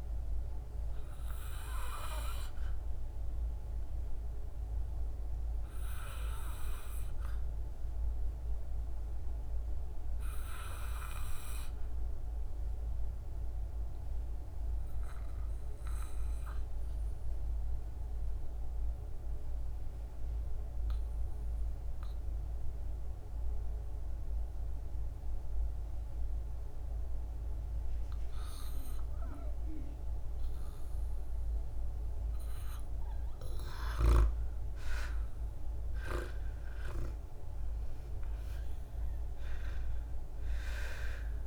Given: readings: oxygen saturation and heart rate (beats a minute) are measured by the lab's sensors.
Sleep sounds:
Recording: breathing in sleep by a room microphone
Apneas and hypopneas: 1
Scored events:
0.00-14.00 s: oxygen desaturation (device-marked, oxygen 90% lowest, heart rate 55 extreme)
0.50-32.50 s: obstructive apnea (oxygen 96% before, 82% lowest, heart rate 58 before, 55 extreme, up 14 after)
27.00-41.47 s: oxygen desaturation (device-marked, oxygen 97% before, 82% lowest, heart rate 59 before, 51 extreme)
36.00-41.00 s: arousal
From the record:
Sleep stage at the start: REM sleep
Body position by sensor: on the back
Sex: female

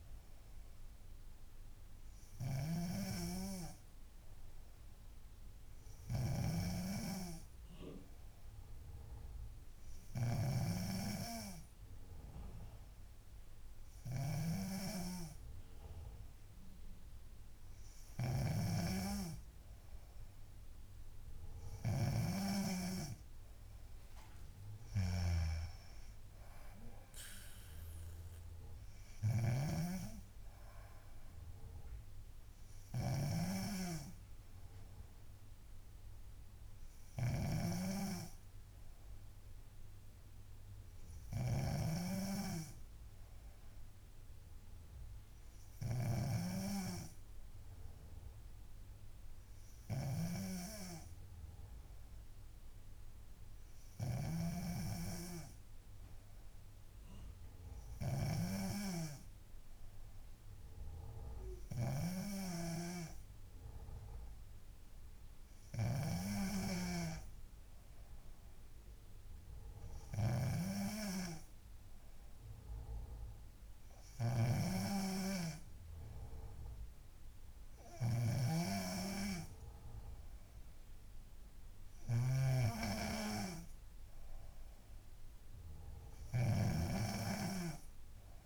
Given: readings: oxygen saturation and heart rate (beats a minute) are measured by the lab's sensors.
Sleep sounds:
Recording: breathing in sleep by a room microphone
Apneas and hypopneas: none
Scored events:
6.50-11.00 s: snoring (device-marked)
18.50-22.50 s: snoring (device-marked)
29.50-55.00 s: snoring (device-marked)
66.50-88.45 s: snoring (device-marked)
From the record:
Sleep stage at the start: N3 (deep sleep)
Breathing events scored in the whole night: 112 in 4.4 hours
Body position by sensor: on the back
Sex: female

